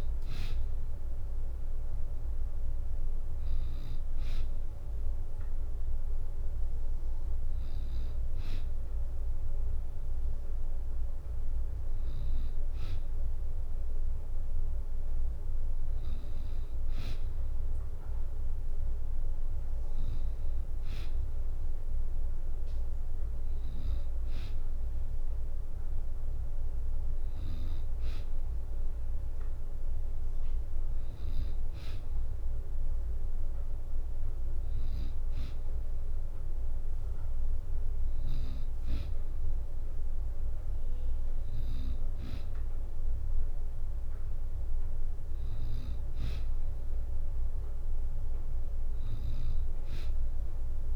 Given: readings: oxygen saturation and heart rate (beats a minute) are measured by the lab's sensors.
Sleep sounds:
breathing in sleep, hard to hear, by a room microphone; none
0.00-12.00 s: oxygen desaturation (device-marked, oxygen 93% lowest, heart rate 66 extreme)
From the record:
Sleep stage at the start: N2 (light sleep); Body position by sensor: on the back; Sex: female

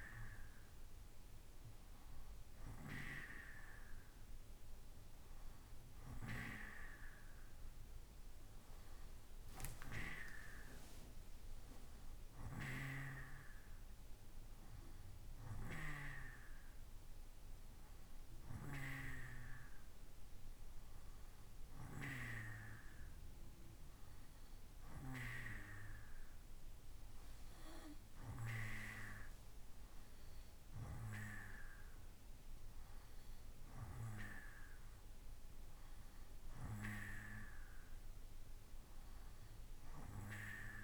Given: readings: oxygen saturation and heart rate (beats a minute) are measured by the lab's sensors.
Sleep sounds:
breathing in sleep by a room microphone; none
none scored
From the record:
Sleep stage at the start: N2 (light sleep); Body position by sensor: on the right side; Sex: male

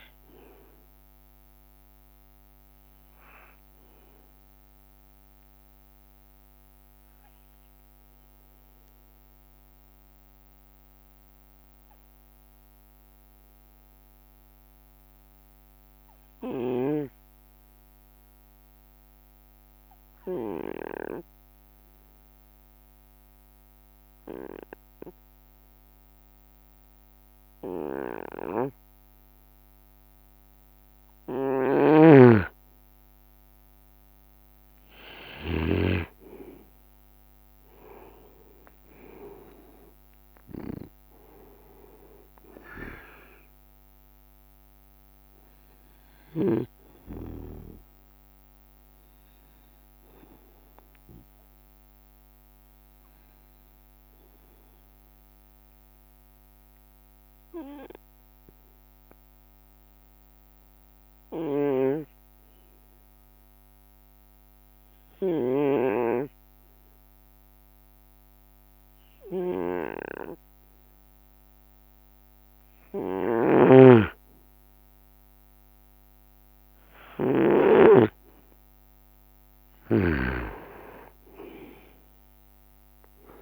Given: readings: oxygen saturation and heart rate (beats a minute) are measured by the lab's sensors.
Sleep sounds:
breathing in sleep by a microphone on the trachea; 2
0.00-7.50 s: drop in pulse transit time (device-marked, heart rate 62 extreme)
0.00-21.50 s: oxygen desaturation (device-marked, oxygen 90% lowest, heart rate 62 extreme)
5.50-31.50 s: obstructive apnea (oxygen 96% before, 90% lowest, heart rate 69 before, 62 extreme, up 6 after)
22.50-25.00 s: leg movement (device-marked)
32.00-36.00 s: snoring (device-marked)
34.00-38.00 s: arousal
36.50-40.00 s: leg movement (device-marked)
37.50-50.50 s: drop in pulse transit time (device-marked, heart rate 65 before, 65 extreme)
40.50-63.50 s: oxygen desaturation (device-marked, oxygen 97% before, 91% lowest, heart rate 66 before, 64 extreme)
52.50-73.00 s: obstructive apnea (oxygen 98% before, 91% lowest, heart rate 68 before, 63 extreme, up 1 after)
62.00-78.00 s: snoring (device-marked)
75.00-79.00 s: arousal
77.50-83.42 s: drop in pulse transit time (device-marked, heart rate 67 before, 68 extreme)
78.50-83.42 s: oxygen desaturation (device-marked, oxygen 97% before, 91% lowest, heart rate 67 before, 62 extreme)
81.00-83.42 s: leg movement (device-marked)
From the record:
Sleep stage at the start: N2 (light sleep); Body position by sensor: on the right side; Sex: male

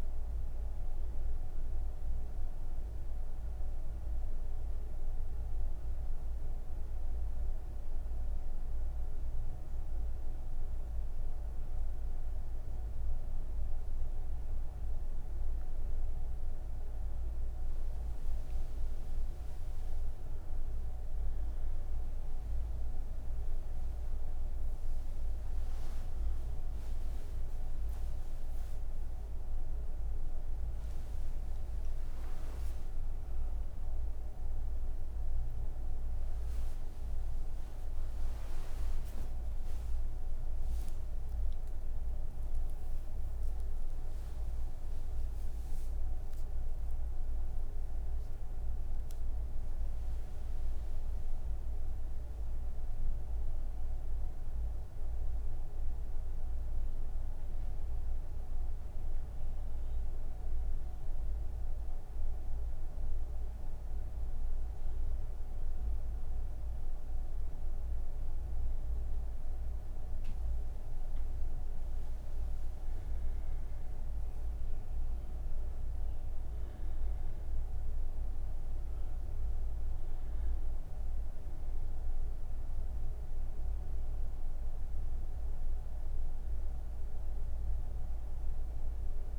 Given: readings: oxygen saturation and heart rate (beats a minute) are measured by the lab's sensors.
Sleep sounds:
breathing in sleep, hard to hear, by a room microphone; 1
24.50-45.50 s: oxygen desaturation (device-marked, oxygen 98% before, 94% lowest)
56.00-70.00 s: obstructive apnea (oxygen 97% before, 95% lowest)
67.50-89.39 s: new sleep stage, N1 (lightest sleep)
From the record:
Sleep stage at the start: N3 (deep sleep); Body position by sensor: on the right side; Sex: female

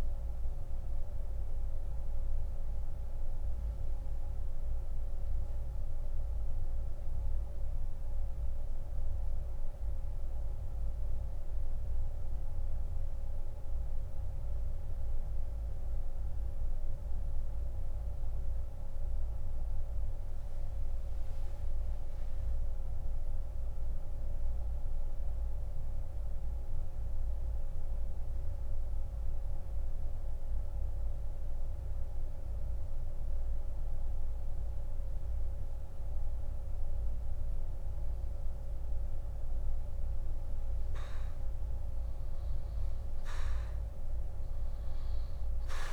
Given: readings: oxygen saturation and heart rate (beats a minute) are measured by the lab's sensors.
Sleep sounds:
breathing in sleep, hard to hear, by a room microphone; 1
2.00-37.50 s: central apnea (oxygen 97% before, 85% lowest)
23.00-34.00 s: oxygen desaturation (device-marked, oxygen 92% before, 85% lowest)
From the record:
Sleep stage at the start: N2 (light sleep); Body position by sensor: on the back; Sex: male

